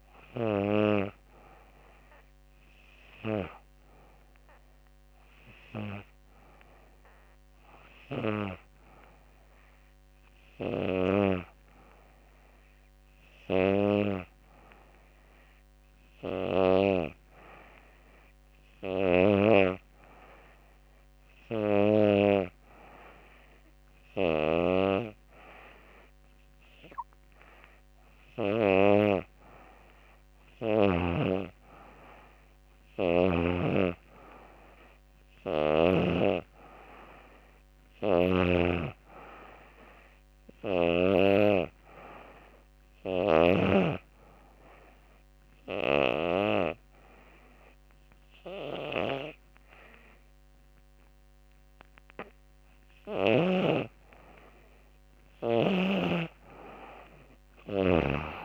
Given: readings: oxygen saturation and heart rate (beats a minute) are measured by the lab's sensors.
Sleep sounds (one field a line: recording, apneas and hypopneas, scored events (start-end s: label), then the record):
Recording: breathing in sleep by a microphone on the trachea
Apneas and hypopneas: 1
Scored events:
24.00-44.00 s: oxygen desaturation (device-marked, oxygen 94% before, 91% lowest, heart rate 85 before, 84 extreme)
39.00-42.00 s: arousal
43.50-53.50 s: obstructive apnea (oxygen 94% before, 87% lowest, heart rate 86 before, 84 extreme, up 2 after)
55.00-58.45 s: oxygen desaturation (device-marked, oxygen 93% before, 87% lowest, heart rate 85 before, 85 extreme)
From the record:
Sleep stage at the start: N2 (light sleep)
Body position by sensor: on the back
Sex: female